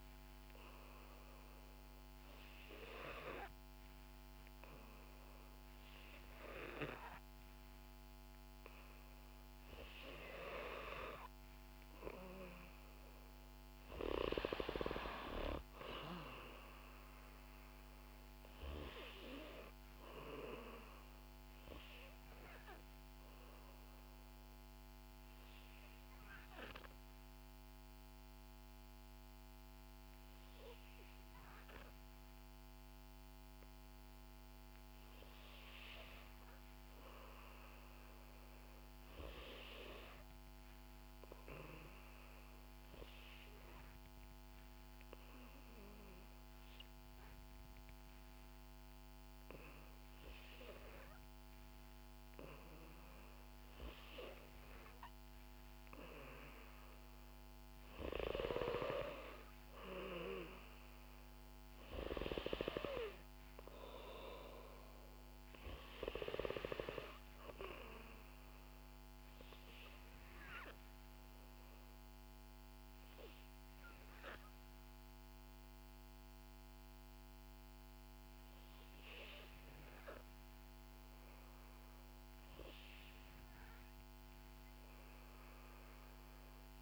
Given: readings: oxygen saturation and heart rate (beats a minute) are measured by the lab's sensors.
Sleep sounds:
breathing in sleep by a microphone on the trachea; 4
0.50-11.50 s: obstructive apnea (oxygen 94% before, 90% lowest, heart rate 61 before, 57 extreme, up 3 after)
13.00-16.50 s: arousal
23.00-25.00 s: long interval between heartbeats (device-marked, heart rate 63 before, 64 extreme)
23.00-34.50 s: obstructive apnea (oxygen 93% before, 90% lowest, heart rate 63 before, 57 extreme, up 4 after)
37.00-40.00 s: arousal
42.50-54.00 s: obstructive apnea (oxygen 96% before, 90% lowest, heart rate 61 before, 57 extreme, up 0 after)
46.50-52.50 s: oxygen desaturation (device-marked, oxygen 96% before, 93% lowest, heart rate 60 before, 59 extreme)
58.00-62.00 s: arousal
65.50-85.50 s: oxygen desaturation (device-marked, oxygen 93% before, 90% lowest, heart rate 61 before, 57 extreme)
71.00-81.00 s: obstructive apnea (oxygen 96% before, 90% lowest, heart rate 61 before, 57 extreme, up 8 after)
From the record:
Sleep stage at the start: N2 (light sleep); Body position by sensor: on the back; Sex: female

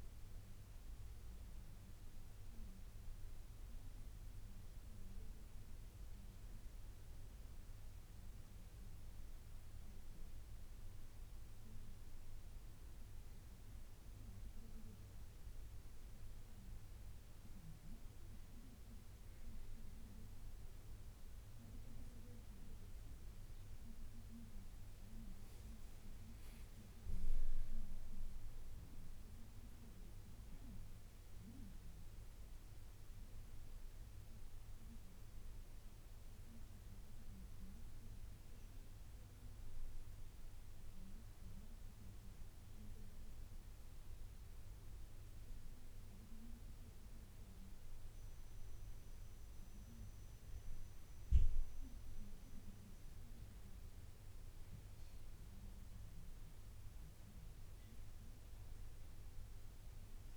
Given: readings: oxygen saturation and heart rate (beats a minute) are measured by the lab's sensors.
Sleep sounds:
breathing in sleep by a room microphone; 2
10.00-22.50 s: central apnea (oxygen 96% before, 91% lowest, heart rate 85 before, 76 extreme, up 7 after)
25.50-30.00 s: arousal
28.50-51.50 s: oxygen desaturation (device-marked, oxygen 95% before, 91% lowest, heart rate 83 before, 72 extreme)
43.00-54.00 s: central apnea (oxygen 96% before, 91% lowest, heart rate 85 before, 72 extreme, up 12 after)
56.50-60.37 s: arousal
From the record:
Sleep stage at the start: N2 (light sleep); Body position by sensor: on the right side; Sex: male

